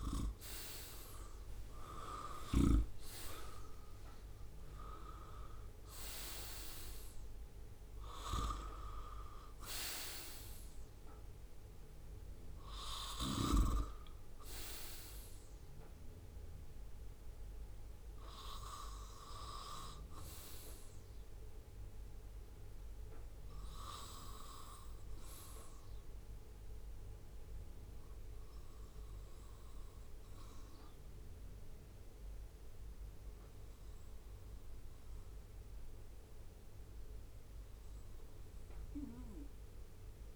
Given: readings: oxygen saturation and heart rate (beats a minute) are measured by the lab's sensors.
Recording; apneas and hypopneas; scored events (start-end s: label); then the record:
breathing in sleep by a room microphone; none
0.00-3.00 s: arousal
0.00-3.50 s: leg movement (device-marked)
0.00-14.00 s: oxygen desaturation (device-marked, oxygen 86% lowest, heart rate 65 extreme)
6.00-40.36 s: new sleep stage, REM sleep
19.00-38.00 s: oxygen desaturation (device-marked, oxygen 88% before, 81% lowest, heart rate 75 before, 67 extreme)
From the record:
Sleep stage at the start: N2 (light sleep); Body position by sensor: on the right side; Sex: male